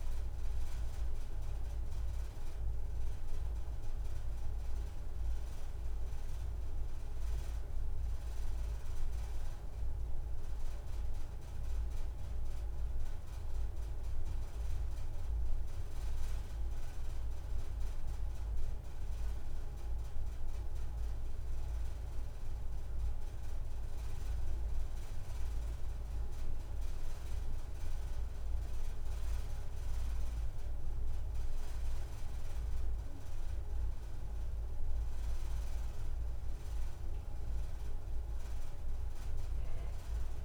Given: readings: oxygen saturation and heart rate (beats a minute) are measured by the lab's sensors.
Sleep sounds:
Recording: breathing in sleep, hard to hear, by a room microphone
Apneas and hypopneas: none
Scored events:
9.00-11.00 s: long interval between heartbeats (device-marked, heart rate 83 before, 46 extreme)
11.00-13.00 s: long interval between heartbeats (device-marked, heart rate 90 before, 100 extreme)
13.50-15.50 s: long interval between heartbeats (device-marked, heart rate 93 before, 117 extreme)
18.50-20.50 s: long interval between heartbeats (device-marked, heart rate 85 before, 46 extreme)
24.50-28.50 s: arousal
25.00-27.00 s: long interval between heartbeats (device-marked, heart rate 63 before, 36 extreme)
31.50-33.50 s: long interval between heartbeats (device-marked, heart rate 61 before, 38 extreme)
33.50-35.50 s: long interval between heartbeats (device-marked, heart rate 55 before, 64 extreme)
37.00-39.00 s: long interval between heartbeats (device-marked, heart rate 48 before, 151 extreme)
From the record:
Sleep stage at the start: N2 (light sleep)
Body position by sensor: on the right side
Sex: female

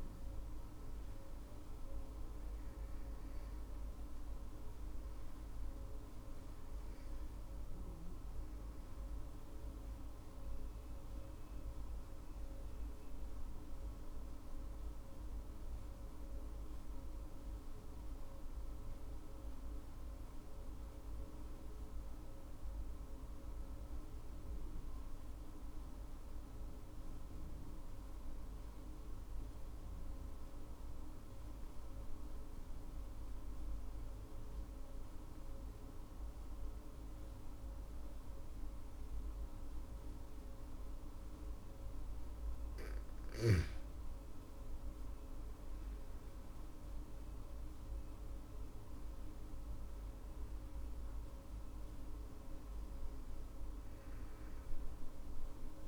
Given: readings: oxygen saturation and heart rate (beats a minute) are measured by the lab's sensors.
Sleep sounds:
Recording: breathing in sleep, hard to hear, by a room microphone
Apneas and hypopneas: 1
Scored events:
0.00-4.50 s: oxygen desaturation (device-marked, oxygen 96% lowest, heart rate 51 extreme)
11.50-41.00 s: obstructive apnea (oxygen 99% before, 91% lowest, heart rate 56 before, 53 extreme, up 14 after)
25.50-55.88 s: oxygen desaturation (device-marked, oxygen 99% before, 91% lowest, heart rate 53 before, 51 extreme)
43.00-47.50 s: arousal
From the record:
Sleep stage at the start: N2 (light sleep)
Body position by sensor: on the back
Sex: female

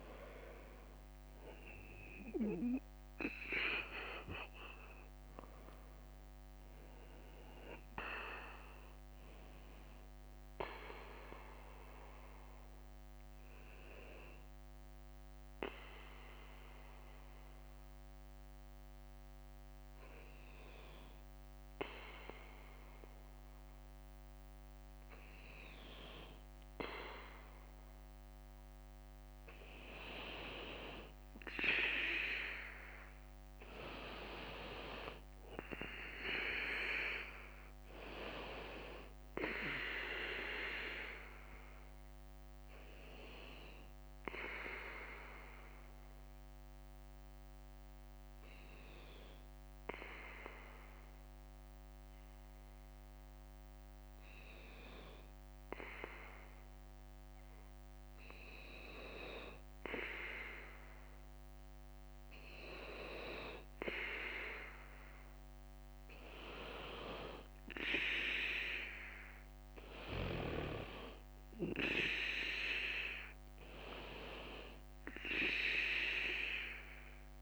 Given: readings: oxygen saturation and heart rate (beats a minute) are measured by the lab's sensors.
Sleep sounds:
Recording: breathing in sleep by a microphone on the trachea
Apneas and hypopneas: 2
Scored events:
0.00-7.00 s: drop in pulse transit time (device-marked, heart rate 60 extreme)
0.00-22.00 s: oxygen desaturation (device-marked, oxygen 92% lowest, heart rate 54 extreme)
9.00-27.00 s: bradycardia (device-marked, heart rate 61 before, 54 extreme)
10.50-25.50 s: obstructive apnea (oxygen 96% before, 92% lowest, heart rate 64 before, 54 extreme, up 6 after)
32.50-36.00 s: arousal
36.00-60.00 s: oxygen desaturation (device-marked, oxygen 98% before, 92% lowest, heart rate 57 before, 53 extreme)
39.00-65.00 s: bradycardia (device-marked, heart rate 61 before, 54 extreme)
42.00-57.50 s: obstructive apnea (oxygen 98% before, 91% lowest, heart rate 60 before, 53 extreme, up 4 after)
64.00-67.50 s: arousal
70.00-77.42 s: oxygen desaturation (device-marked, oxygen 97% before, 92% lowest, heart rate 58 before, 53 extreme)
74.00-77.42 s: bradycardia (device-marked, heart rate 61 before, 53 extreme)
From the record:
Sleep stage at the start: N2 (light sleep)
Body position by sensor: on the right side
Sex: male

